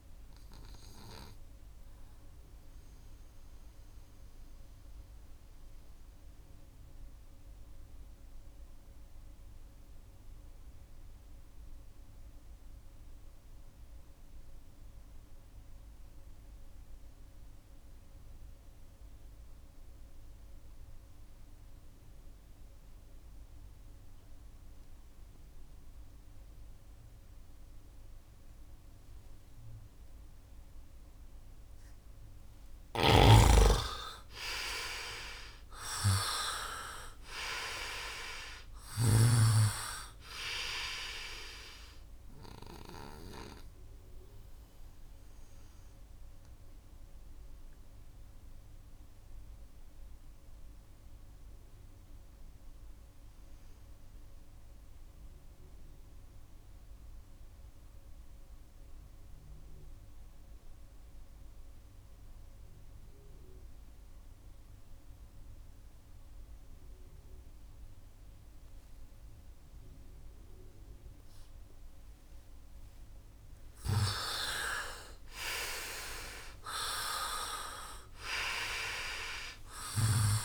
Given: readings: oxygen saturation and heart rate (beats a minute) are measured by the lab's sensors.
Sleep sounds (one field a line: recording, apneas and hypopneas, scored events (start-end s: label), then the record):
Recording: breathing in sleep by a room microphone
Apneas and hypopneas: 2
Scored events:
0.00-19.00 s: oxygen desaturation (device-marked, oxygen 78% lowest, heart rate 64 extreme)
2.00-31.00 s: mixed apnea (oxygen 99% before, 78% lowest, heart rate 72 before, 64 extreme, up 9 after)
31.00-60.00 s: oxygen desaturation (device-marked, oxygen 99% before, 79% lowest, heart rate 68 before, 66 extreme)
32.50-38.50 s: snoring (device-marked)
33.50-38.00 s: arousal
45.00-71.50 s: obstructive apnea (oxygen 99% before, 79% lowest, heart rate 71 before, 66 extreme, up 6 after)
69.00-80.45 s: oxygen desaturation (device-marked, oxygen 99% before, 80% lowest, heart rate 73 before, 65 extreme)
74.50-78.50 s: arousal
From the record:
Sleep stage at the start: N2 (light sleep)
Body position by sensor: on the right side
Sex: male